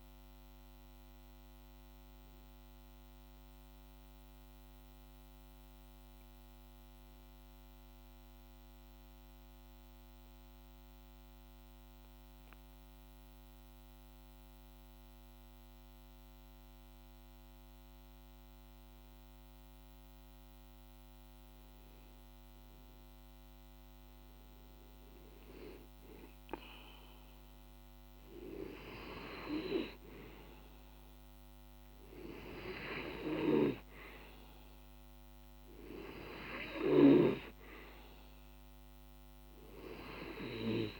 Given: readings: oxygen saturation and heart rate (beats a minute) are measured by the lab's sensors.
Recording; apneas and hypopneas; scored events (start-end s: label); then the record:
breathing in sleep by a microphone on the trachea; 1
0.00-2.50 s: oxygen desaturation (device-marked, oxygen 90% lowest, heart rate 47 extreme)
2.50-22.00 s: mixed apnea (oxygen 95% before, 91% lowest, heart rate 51 before, 48 extreme, up 3 after)
23.00-27.50 s: arousal
26.50-41.00 s: oxygen desaturation (device-marked, oxygen 97% before, 91% lowest, heart rate 50 before, 48 extreme)
From the record:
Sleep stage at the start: N2 (light sleep); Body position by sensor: on the back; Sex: male